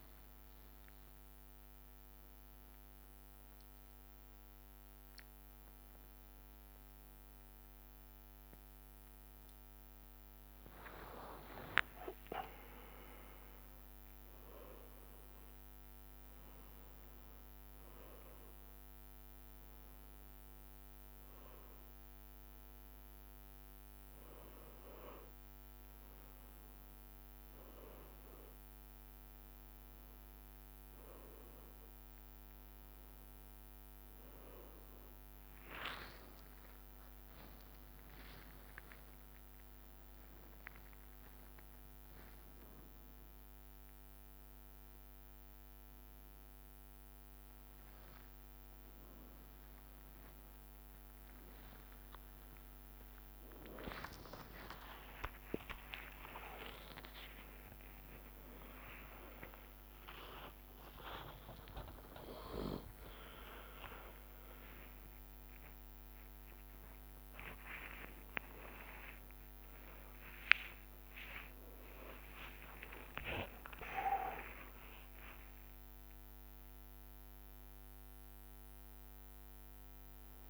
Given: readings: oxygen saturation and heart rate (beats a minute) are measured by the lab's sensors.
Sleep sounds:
a person awake in a sleep study, by a microphone on the trachea; none
0.00-5.50 s: drop in pulse transit time (device-marked, heart rate 77 extreme)
10.50-12.50 s: long interval between heartbeats (device-marked, heart rate 76 before, 80 extreme)
10.50-22.50 s: drop in pulse transit time (device-marked, heart rate 76 before, 70 extreme)
35.50-37.50 s: long interval between heartbeats (device-marked, heart rate 70 before, 79 extreme)
38.00-40.00 s: long interval between heartbeats (device-marked, heart rate 71 before, 98 extreme)
47.50-49.50 s: long interval between heartbeats (device-marked, heart rate 80 before, 84 extreme)
53.00-55.00 s: long interval between heartbeats (device-marked, heart rate 84 before, 87 extreme)
58.50-77.50 s: tachycardia (device-marked, heart rate 78 before, 134 extreme)
62.00-64.00 s: long interval between heartbeats (device-marked, heart rate 89 before, 118 extreme)
62.50-73.50 s: drop in pulse transit time (device-marked, heart rate 90 before, 108 extreme)
67.50-69.50 s: long interval between heartbeats (device-marked, heart rate 103 before, 110 extreme)
73.00-75.00 s: long interval between heartbeats (device-marked, heart rate 110 before, 109 extreme)
79.50-80.50 s: tachycardia (device-marked, heart rate 80 before, 111 extreme)
From the record:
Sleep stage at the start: awake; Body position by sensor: on the right side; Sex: male

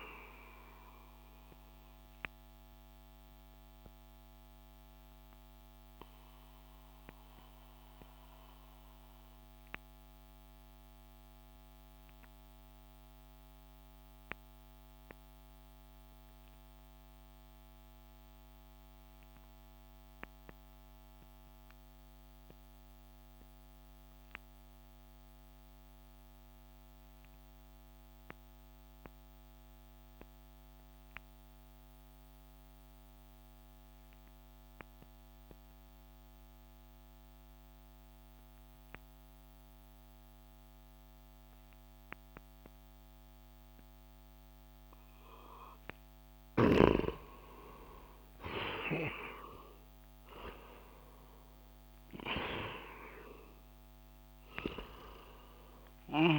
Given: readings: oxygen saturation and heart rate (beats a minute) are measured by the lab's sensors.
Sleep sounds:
breathing in sleep by a microphone on the trachea; 1
0.00-5.50 s: oxygen desaturation (device-marked, oxygen 91% lowest)
1.00-46.00 s: obstructive apnea (oxygen 97% before, 88% lowest)
10.50-25.50 s: oxygen desaturation (device-marked, oxygen 92% before, 89% lowest)
40.50-56.39 s: oxygen desaturation (device-marked, oxygen 97% before, 88% lowest)
47.00-51.50 s: arousal
From the record:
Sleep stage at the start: N2 (light sleep); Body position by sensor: on the back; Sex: male

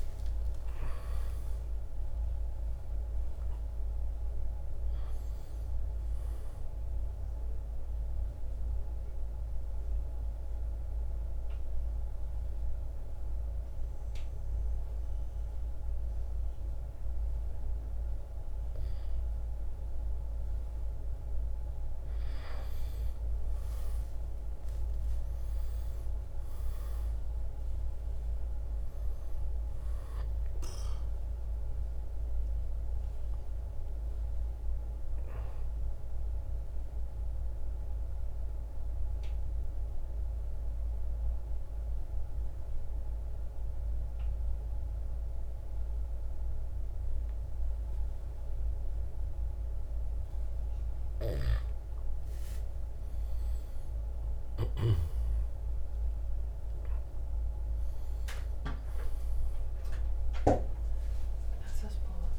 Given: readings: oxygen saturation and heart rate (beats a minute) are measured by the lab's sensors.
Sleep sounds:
breathing in sleep, hard to hear, by a room microphone; 2
0.00-2.50 s: arousal
7.50-21.50 s: mixed apnea (oxygen 98% before, 92% lowest, heart rate 80 before, 55 extreme, up 8 after)
23.00-28.00 s: arousal
34.50-50.50 s: central apnea (oxygen 98% before, 92% lowest, heart rate 60 before, 55 extreme, up 15 after)
50.50-54.50 s: snoring (device-marked)
From the record:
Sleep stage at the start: N1 (lightest sleep); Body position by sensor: on the back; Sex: male

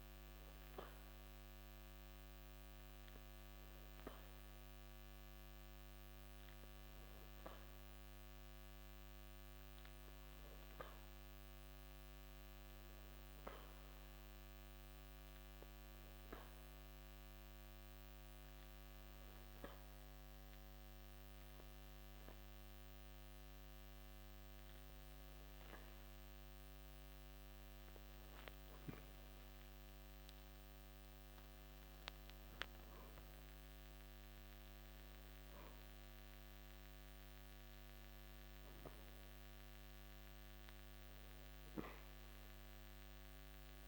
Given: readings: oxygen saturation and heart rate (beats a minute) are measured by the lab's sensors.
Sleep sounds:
breathing in sleep by a microphone on the trachea; 1
17.50-29.00 s: hypopnea (oxygen 95% before, 92% lowest, heart rate 55 before, 55 extreme)
32.00-37.00 s: arousal
From the record:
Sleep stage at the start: N2 (light sleep); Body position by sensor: on the back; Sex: male

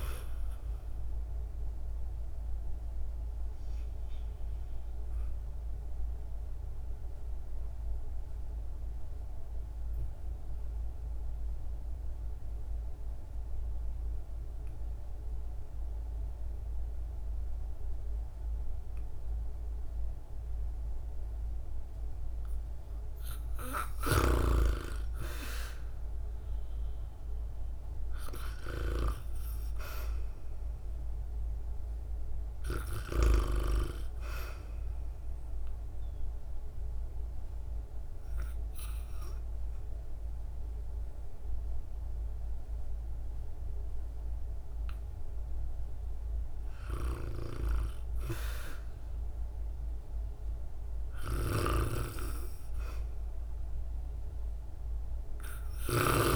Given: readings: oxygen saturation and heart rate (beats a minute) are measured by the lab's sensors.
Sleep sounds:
breathing in sleep by a room microphone; 2
0.00-11.50 s: oxygen desaturation (device-marked, oxygen 87% lowest, heart rate 56 extreme)
0.50-22.50 s: obstructive apnea (oxygen 99% before, 87% lowest, heart rate 60 before, 56 extreme, up 2 after)
24.50-29.50 s: arousal
25.50-49.50 s: oxygen desaturation (device-marked, oxygen 98% before, 87% lowest, heart rate 60 before, 56 extreme)
34.50-45.50 s: obstructive apnea (oxygen 98% before, 81% lowest, heart rate 60 before, 57 extreme, up 8 after)
48.50-53.00 s: arousal
50.50-55.50 s: snoring (device-marked)
From the record:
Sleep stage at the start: REM sleep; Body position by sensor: on the back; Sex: female

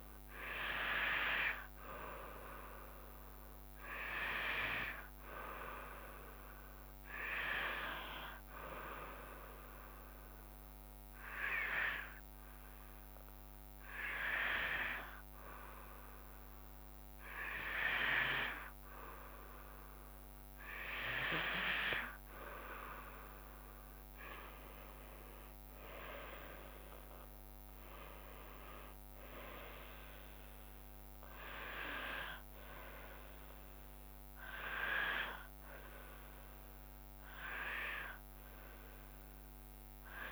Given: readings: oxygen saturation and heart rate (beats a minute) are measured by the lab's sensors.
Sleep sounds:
breathing in sleep by a microphone on the trachea; 1
10.00-21.50 s: hypopnea (oxygen 95% before, 93% lowest, heart rate 76 before, 71 extreme, up 8 after)
22.50-34.50 s: drop in pulse transit time (device-marked, heart rate 74 before, 75 extreme)
25.00-29.00 s: arousal
From the record:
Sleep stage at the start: N2 (light sleep); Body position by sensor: on the back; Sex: female

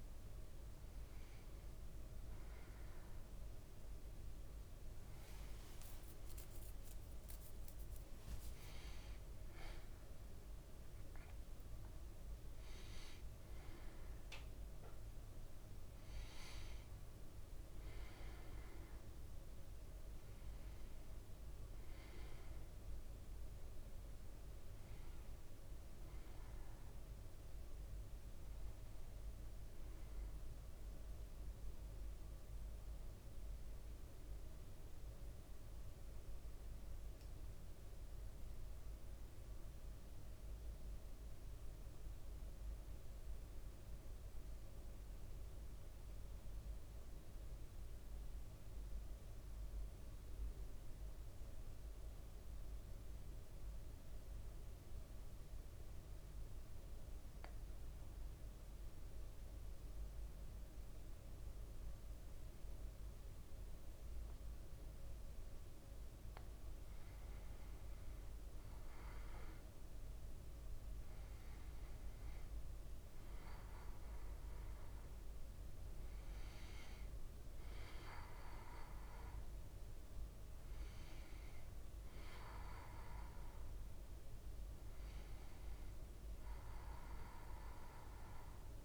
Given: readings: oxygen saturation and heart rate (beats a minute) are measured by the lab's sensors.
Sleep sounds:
breathing in sleep, hard to hear, by a room microphone; 1
0.00-26.50 s: oxygen desaturation (device-marked, oxygen 92% lowest, heart rate 54 extreme)
5.50-11.00 s: arousal
33.50-66.50 s: mixed apnea (oxygen 100% before, 93% lowest, heart rate 58 before, 55 extreme, up 3 after)
66.50-88.84 s: oxygen desaturation (device-marked, oxygen 99% before, 93% lowest, heart rate 57 before, 56 extreme)
68.50-73.50 s: arousal
From the record:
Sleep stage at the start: N2 (light sleep); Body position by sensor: on the back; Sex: male

